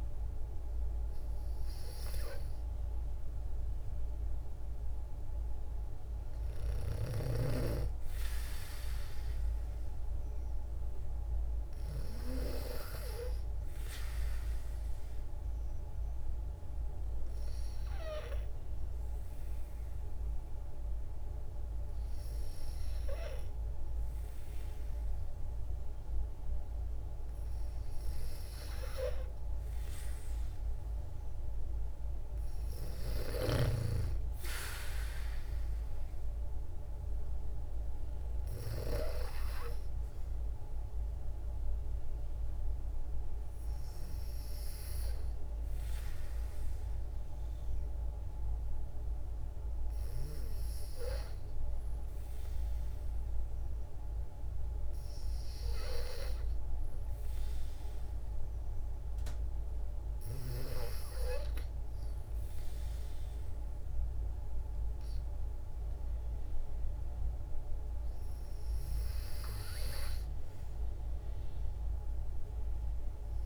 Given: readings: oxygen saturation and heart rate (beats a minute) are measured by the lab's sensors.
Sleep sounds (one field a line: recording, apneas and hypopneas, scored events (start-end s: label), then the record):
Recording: breathing in sleep by a room microphone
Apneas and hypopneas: 2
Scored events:
8.00-11.50 s: arousal
14.00-27.50 s: obstructive apnea (oxygen 95% before, 91% lowest, heart rate 58 before, 55 extreme, up 3 after)
29.50-33.00 s: arousal
46.00-67.50 s: hypopnea (oxygen 95% before, 91% lowest, heart rate 58 before, 55 extreme)
70.00-73.46 s: arousal
From the record:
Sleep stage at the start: N2 (light sleep)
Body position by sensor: on the back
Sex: female